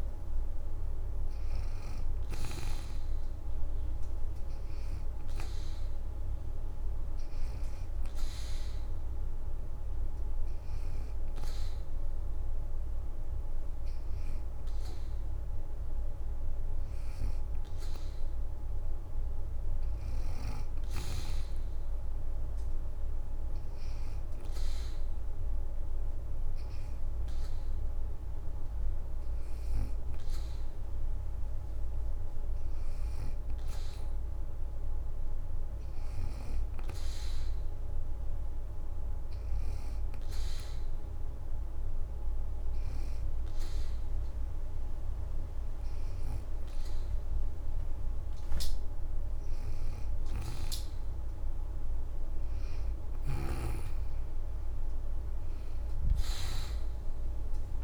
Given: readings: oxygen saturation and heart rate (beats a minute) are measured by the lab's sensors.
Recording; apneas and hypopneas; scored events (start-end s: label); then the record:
breathing in sleep, hard to hear, by a room microphone; 2
0.00-1.50 s: oxygen desaturation (device-marked, oxygen 85% lowest, heart rate 72 extreme)
7.00-17.50 s: hypopnea (oxygen 88% before, 84% lowest, heart rate 80 before, 70 extreme, up 8 after)
12.50-18.50 s: oxygen desaturation (device-marked, oxygen 88% before, 85% lowest, heart rate 78 before, 70 extreme)
14.50-19.50 s: leg movement (device-marked)
19.50-23.00 s: arousal
20.50-24.00 s: leg movement (device-marked)
24.00-29.00 s: leg movement (device-marked)
29.50-32.00 s: leg movement (device-marked)
40.00-50.50 s: hypopnea (oxygen 89% before, 84% lowest, heart rate 76 before, 69 extreme, up 3 after)
44.50-54.50 s: oxygen desaturation (device-marked, oxygen 88% before, 85% lowest, heart rate 77 before, 69 extreme)
53.50-57.83 s: arousal
From the record:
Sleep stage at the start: N2 (light sleep); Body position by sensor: on the back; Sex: female